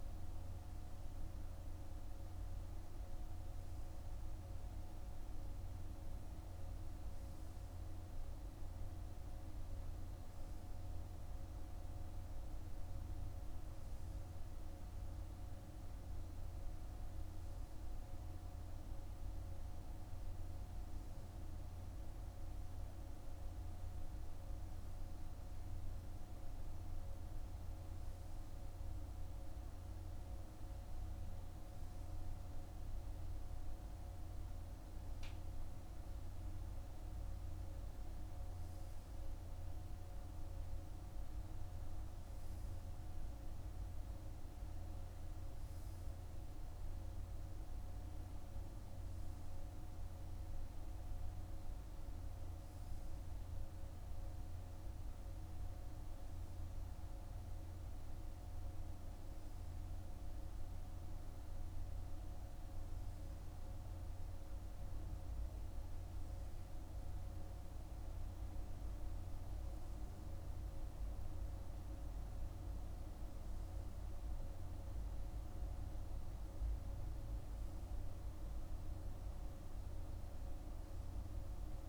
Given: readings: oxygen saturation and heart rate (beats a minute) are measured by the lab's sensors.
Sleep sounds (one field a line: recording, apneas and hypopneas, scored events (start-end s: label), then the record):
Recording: breathing in sleep, hard to hear, by a room microphone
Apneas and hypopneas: none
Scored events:
none scored
From the record:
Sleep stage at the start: N3 (deep sleep)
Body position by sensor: on the right side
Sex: male